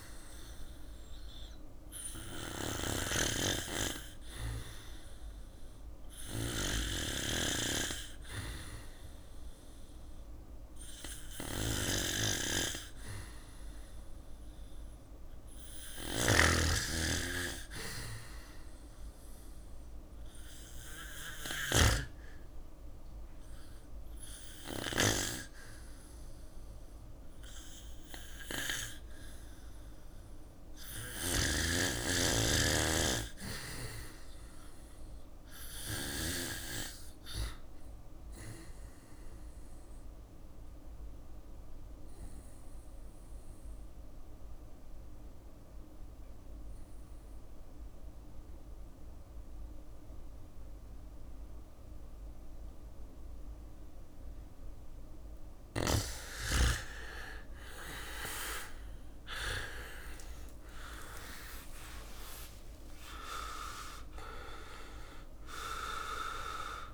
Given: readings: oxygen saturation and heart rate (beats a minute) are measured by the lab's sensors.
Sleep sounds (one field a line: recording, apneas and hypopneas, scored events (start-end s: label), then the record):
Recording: breathing in sleep by a room microphone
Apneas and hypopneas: 2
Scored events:
0.00-2.50 s: arousal
0.00-3.00 s: bradycardia (device-marked, heart rate 56 extreme)
8.00-17.00 s: oxygen desaturation (device-marked, oxygen 99% before, 94% lowest, heart rate 58 before, 61 extreme)
14.50-20.50 s: snoring (device-marked)
19.50-29.50 s: obstructive apnea (oxygen 100% before, 90% lowest, heart rate 60 before, 60 extreme, up 6 after)
21.00-31.00 s: drop in pulse transit time (device-marked, heart rate 60 before, 61 extreme)
30.00-35.00 s: snoring (device-marked)
31.00-34.00 s: arousal
37.50-54.00 s: obstructive apnea (oxygen 97% before, 90% lowest, heart rate 63 before, 59 extreme, up 8 after)
50.00-66.94 s: new sleep stage, N2 (light sleep)
51.00-53.00 s: bradycardia (device-marked, heart rate 61 before, 60 extreme)
55.50-60.50 s: arousal
61.00-66.94 s: drop in pulse transit time (device-marked, heart rate 62 before, 61 extreme)
65.00-66.94 s: oxygen desaturation (device-marked, oxygen 96% before, 90% lowest, heart rate 63 before, 58 extreme)
From the record:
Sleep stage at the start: REM sleep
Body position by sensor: on the back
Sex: male